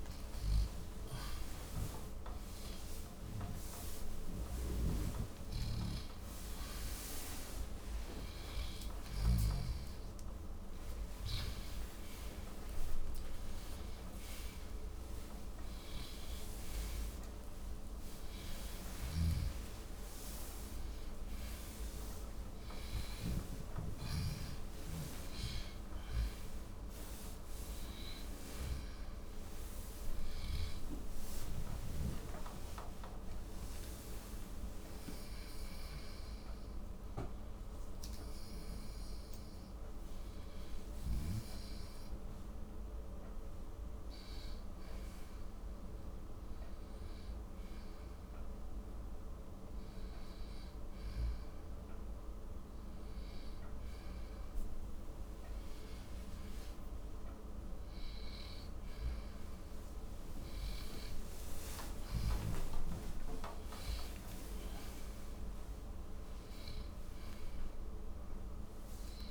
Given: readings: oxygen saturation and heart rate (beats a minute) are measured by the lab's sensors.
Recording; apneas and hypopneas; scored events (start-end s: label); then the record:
a person partly awake in a sleep study, by a room microphone; none
30.00-69.31 s: new sleep stage, N1 (lightest sleep)
60.00-64.00 s: arousal
From the record:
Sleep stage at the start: awake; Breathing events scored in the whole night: 227 in 5.8 hours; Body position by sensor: on the back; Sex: male